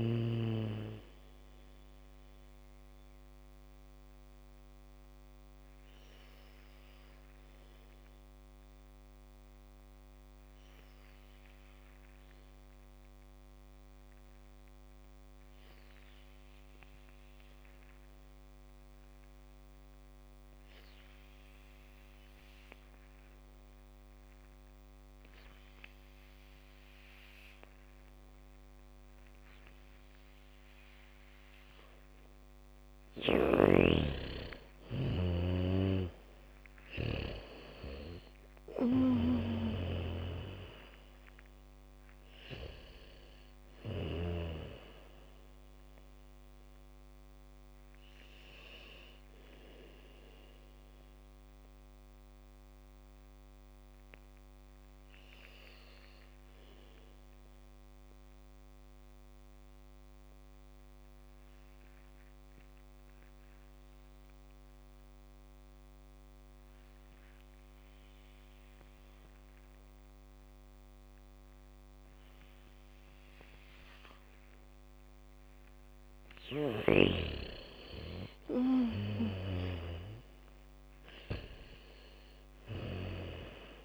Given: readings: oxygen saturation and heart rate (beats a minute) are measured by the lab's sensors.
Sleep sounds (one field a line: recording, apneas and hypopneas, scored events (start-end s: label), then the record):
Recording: breathing in sleep by a microphone on the trachea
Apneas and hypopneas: 2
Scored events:
0.00-15.00 s: oxygen desaturation (device-marked, oxygen 80% lowest, heart rate 55 extreme)
3.00-32.50 s: mixed apnea (oxygen 90% before, 80% lowest, heart rate 74 before, 45 extreme, up 1 after)
25.00-58.00 s: oxygen desaturation (device-marked, oxygen 99% before, 81% lowest, heart rate 83 before, 45 extreme)
32.00-40.00 s: bradycardia (device-marked, heart rate 70 before, 55 extreme)
33.50-45.00 s: snoring (device-marked)
35.00-40.00 s: arousal
49.50-76.00 s: obstructive apnea (oxygen 98% before, 81% lowest, heart rate 65 before, 66 extreme, up 6 after)
72.00-83.85 s: oxygen desaturation (device-marked, oxygen 99% before, 85% lowest, heart rate 81 before, 66 extreme)
78.50-83.00 s: arousal
From the record:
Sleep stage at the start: N2 (light sleep)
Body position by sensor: on the back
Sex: female